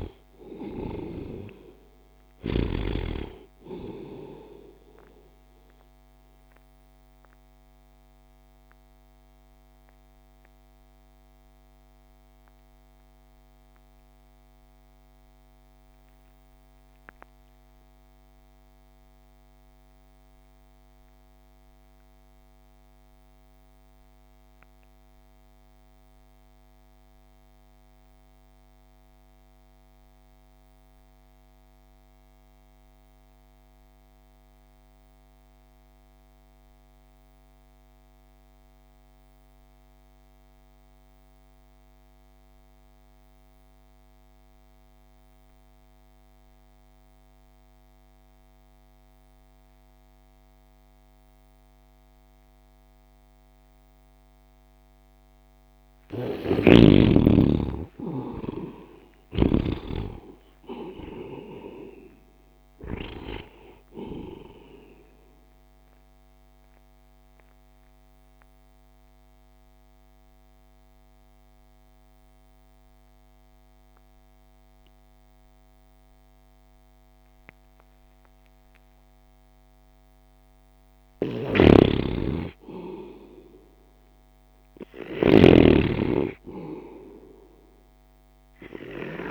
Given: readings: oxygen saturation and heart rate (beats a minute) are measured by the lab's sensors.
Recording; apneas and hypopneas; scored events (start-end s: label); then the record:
breathing in sleep by a microphone on the trachea; 2
0.00-3.00 s: snoring (device-marked)
0.00-20.00 s: oxygen desaturation (device-marked, oxygen 54% lowest)
6.50-56.00 s: mixed apnea (oxygen 84% before, 49% lowest)
32.00-83.00 s: oxygen desaturation (device-marked, oxygen 99% before, 49% lowest)
56.50-63.50 s: snoring (device-marked)
57.00-60.00 s: arousal
66.00-80.00 s: mixed apnea (oxygen 85% before, 49% lowest)
81.50-85.50 s: snoring (device-marked)
82.50-85.50 s: arousal
85.00-89.31 s: oxygen desaturation (device-marked, oxygen 99% before, 83% lowest)
From the record:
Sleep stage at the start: REM sleep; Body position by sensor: on the right side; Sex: male